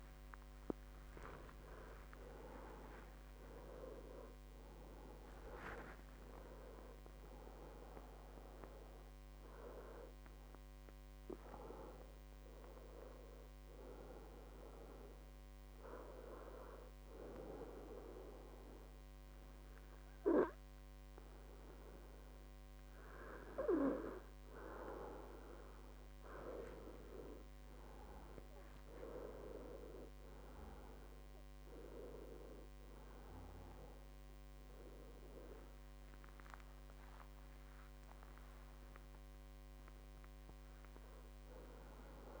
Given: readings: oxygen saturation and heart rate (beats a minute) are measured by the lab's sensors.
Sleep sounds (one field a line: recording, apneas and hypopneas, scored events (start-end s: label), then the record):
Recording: breathing in sleep by a microphone on the trachea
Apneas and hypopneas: 1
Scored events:
0.00-4.50 s: arousal
14.00-26.00 s: hypopnea (oxygen 97% before, 94% lowest, heart rate 76 before, 62 extreme, up 12 after)
27.50-31.50 s: arousal
34.00-42.40 s: oxygen desaturation (device-marked, oxygen 98% before, 94% lowest, heart rate 67 before, 62 extreme)
38.50-40.50 s: long interval between heartbeats (device-marked, heart rate 67 before, 81 extreme)
From the record:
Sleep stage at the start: N1 (lightest sleep)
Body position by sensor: on the back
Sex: male